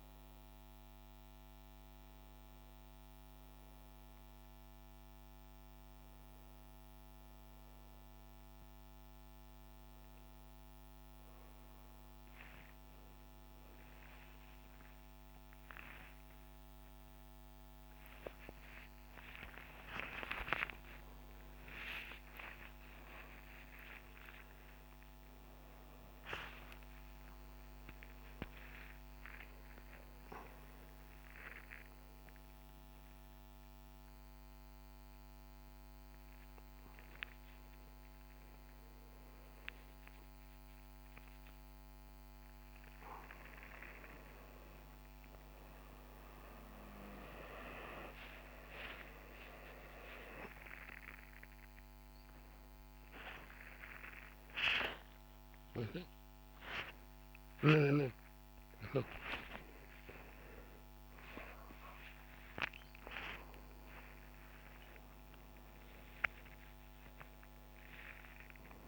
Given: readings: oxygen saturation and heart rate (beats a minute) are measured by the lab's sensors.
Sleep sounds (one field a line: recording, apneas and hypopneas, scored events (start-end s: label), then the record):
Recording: a person awake in a sleep study, by a microphone on the trachea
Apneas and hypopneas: none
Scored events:
none scored
From the record:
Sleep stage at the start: awake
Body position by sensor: upright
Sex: male